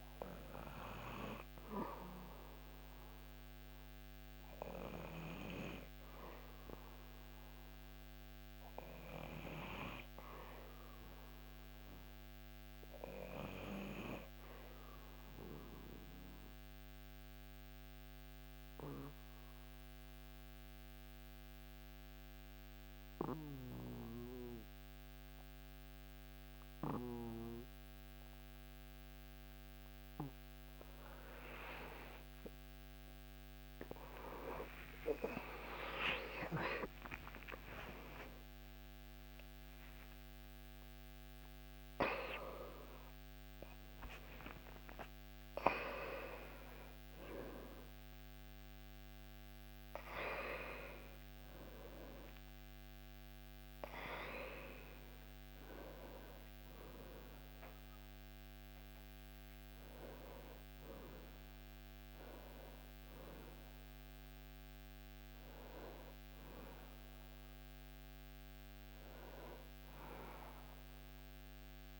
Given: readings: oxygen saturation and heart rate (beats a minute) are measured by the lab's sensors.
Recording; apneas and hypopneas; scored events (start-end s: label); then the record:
a person partly awake in a sleep study, by a microphone on the trachea; 1
0.00-2.00 s: arousal
9.50-29.50 s: obstructive apnea (oxygen 99% before, 88% lowest, heart rate 78 before, 65 extreme, up 18 after)
42.00-72.00 s: new sleep stage, awake
44.00-55.00 s: oxygen desaturation (device-marked, oxygen 93% before, 88% lowest, heart rate 75 before, 81 extreme)
From the record:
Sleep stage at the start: N2 (light sleep); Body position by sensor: on the back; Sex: male